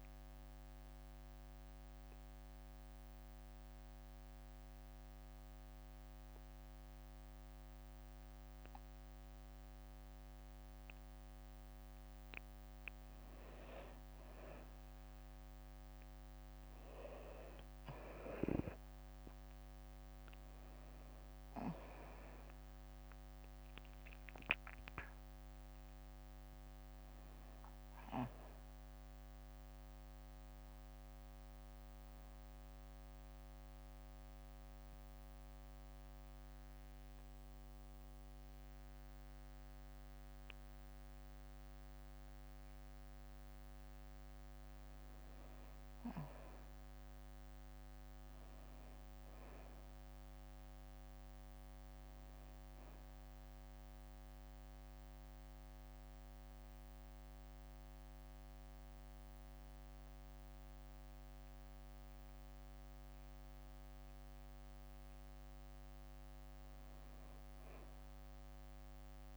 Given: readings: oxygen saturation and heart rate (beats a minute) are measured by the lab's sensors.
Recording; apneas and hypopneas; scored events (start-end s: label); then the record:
breathing in sleep, hard to hear, by a microphone on the trachea; 3
0.50-11.50 s: oxygen desaturation (device-marked, oxygen 99% before, 93% lowest, heart rate 66 before, 61 extreme)
1.00-12.00 s: obstructive apnea (oxygen 99% before, 91% lowest, heart rate 66 before, 61 extreme, up 13 after)
14.00-18.00 s: arousal
19.00-21.00 s: long interval between heartbeats (device-marked, heart rate 67 before, 76 extreme)
20.50-36.50 s: oxygen desaturation (device-marked, oxygen 98% before, 91% lowest, heart rate 67 before, 60 extreme)
22.50-34.50 s: drop in pulse transit time (device-marked, heart rate 67 before, 62 extreme)
31.00-43.00 s: hypopnea (oxygen 98% before, 93% lowest, heart rate 70 before, 60 extreme, up 4 after)
45.00-49.00 s: arousal
51.50-61.50 s: oxygen desaturation (device-marked, oxygen 98% before, 93% lowest, heart rate 62 before, 62 extreme)
54.00-64.50 s: hypopnea (oxygen 98% before, 93% lowest, heart rate 62 before, 62 extreme, up 0 after)
68.00-69.37 s: arousal
From the record:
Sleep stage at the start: N2 (light sleep); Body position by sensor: on the back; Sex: female